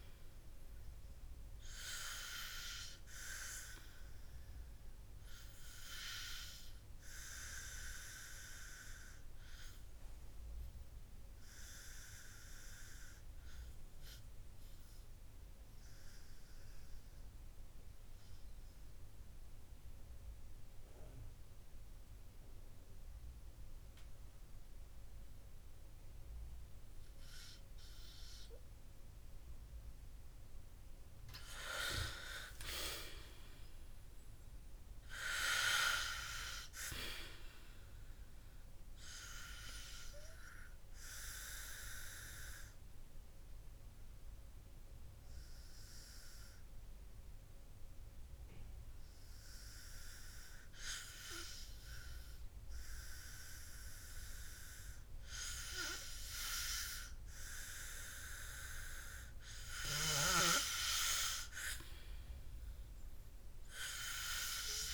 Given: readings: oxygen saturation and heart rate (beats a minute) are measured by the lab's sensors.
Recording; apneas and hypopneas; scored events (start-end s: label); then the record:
breathing in sleep by a room microphone; 2
9.50-20.50 s: oxygen desaturation (device-marked, oxygen 97% before, 93% lowest, heart rate 59 before, 50 extreme)
14.00-31.00 s: obstructive apnea (oxygen 97% before, 92% lowest, heart rate 54 before, 50 extreme, up 23 after)
34.00-37.00 s: arousal
43.00-53.50 s: obstructive apnea (oxygen 99% before, 92% lowest, heart rate 61 before, 51 extreme, up 1 after)
56.00-59.00 s: arousal
58.50-64.94 s: oxygen desaturation (device-marked, oxygen 97% before, 92% lowest, heart rate 61 before, 57 extreme)
From the record:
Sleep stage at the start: N2 (light sleep); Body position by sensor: on the back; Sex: male